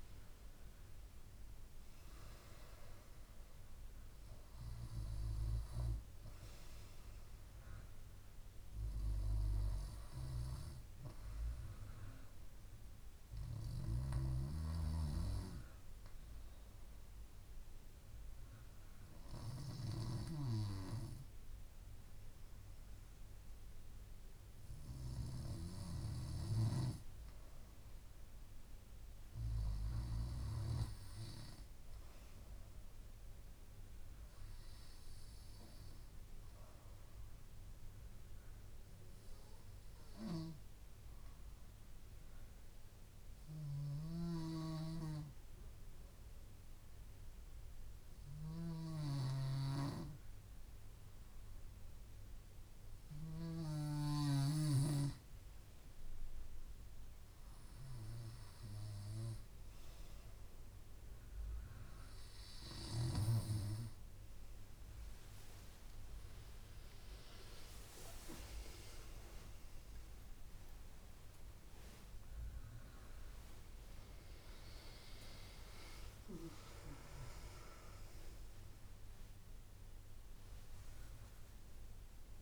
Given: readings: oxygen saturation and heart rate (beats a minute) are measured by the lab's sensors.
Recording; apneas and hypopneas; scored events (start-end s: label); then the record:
breathing in sleep by a room microphone; 2
0.00-1.00 s: arousal
17.00-27.00 s: obstructive apnea (oxygen 98% before, 96% lowest)
29.00-32.00 s: arousal
42.00-54.00 s: hypopnea (oxygen 98% before, 96% lowest)
69.00-76.50 s: arousal
From the record:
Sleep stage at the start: N2 (light sleep); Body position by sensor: on the back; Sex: female